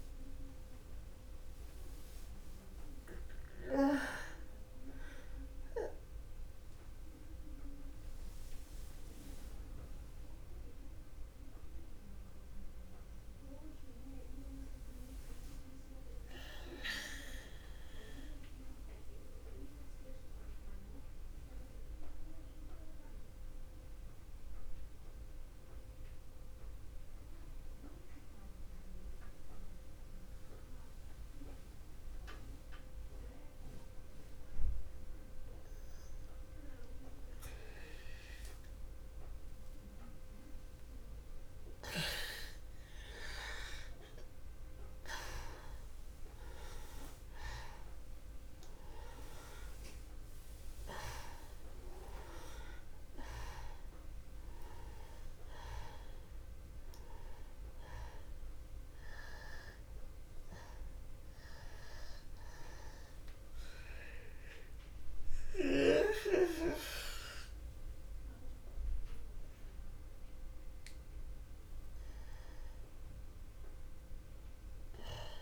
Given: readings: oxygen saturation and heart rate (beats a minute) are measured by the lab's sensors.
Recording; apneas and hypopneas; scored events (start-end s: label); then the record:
breathing in sleep by a room microphone; 1
0.00-1.50 s: arousal
1.00-24.00 s: oxygen desaturation (device-marked, oxygen 94% before, 82% lowest, heart rate 68 before, 62 extreme)
10.00-42.50 s: mixed apnea (oxygen 96% before, 84% lowest, heart rate 63 before, 61 extreme, up 0 after)
43.50-48.50 s: arousal
58.00-75.42 s: oxygen desaturation (device-marked, oxygen 97% before, 87% lowest, heart rate 63 before, 61 extreme)
From the record:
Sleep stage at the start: N2 (light sleep); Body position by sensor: on the back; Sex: male